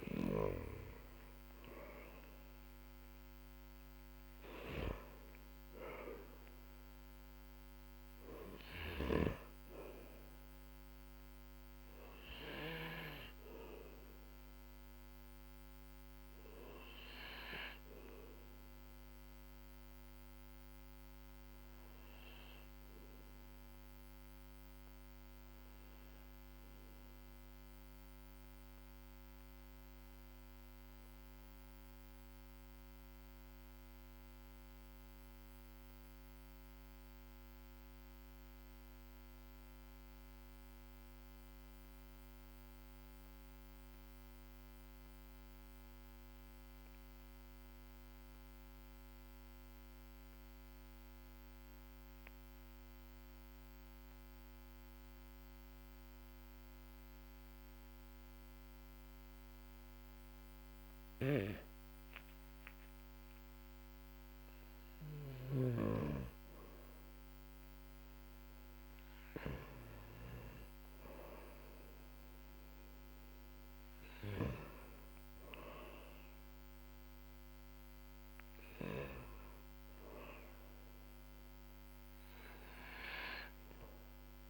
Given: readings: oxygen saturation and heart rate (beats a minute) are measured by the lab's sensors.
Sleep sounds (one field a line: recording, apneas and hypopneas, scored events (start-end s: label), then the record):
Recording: breathing in sleep by a microphone on the trachea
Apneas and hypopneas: 1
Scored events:
0.00-1.50 s: arousal
0.00-37.50 s: oxygen desaturation (device-marked, oxygen 92% lowest, heart rate 44 extreme)
12.00-64.00 s: obstructive apnea (oxygen 99% before, 92% lowest, heart rate 55 before, 44 extreme, up 10 after)
66.50-71.50 s: arousal
76.50-84.50 s: oxygen desaturation (device-marked, oxygen 96% before, 92% lowest, heart rate 55 before, 41 extreme)
From the record:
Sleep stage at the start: N2 (light sleep)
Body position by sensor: on the back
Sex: male